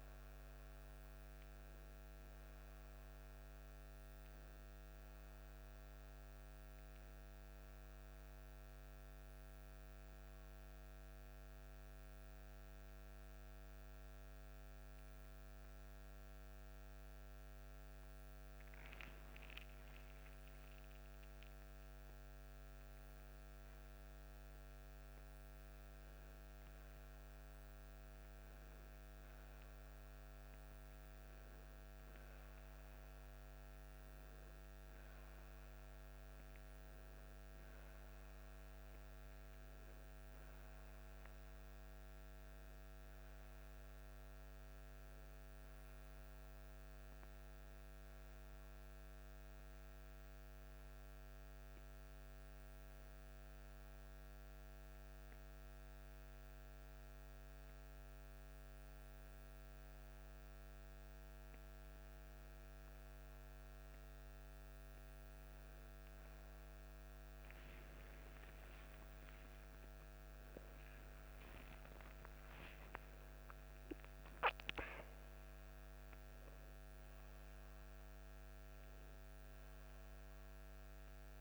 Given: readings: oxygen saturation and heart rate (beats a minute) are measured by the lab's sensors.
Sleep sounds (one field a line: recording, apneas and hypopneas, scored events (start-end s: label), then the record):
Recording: breathing in sleep, hard to hear, by a microphone on the trachea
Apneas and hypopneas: 2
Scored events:
9.50-24.50 s: hypopnea (oxygen 93% before, 90% lowest, heart rate 57 before, 49 extreme, up 12 after)
28.50-32.00 s: arousal
45.50-62.00 s: hypopnea (oxygen 94% before, 91% lowest, heart rate 58 before, 48 extreme, up 6 after)
69.00-73.50 s: arousal
From the record:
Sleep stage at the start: N2 (light sleep)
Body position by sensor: on the back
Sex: male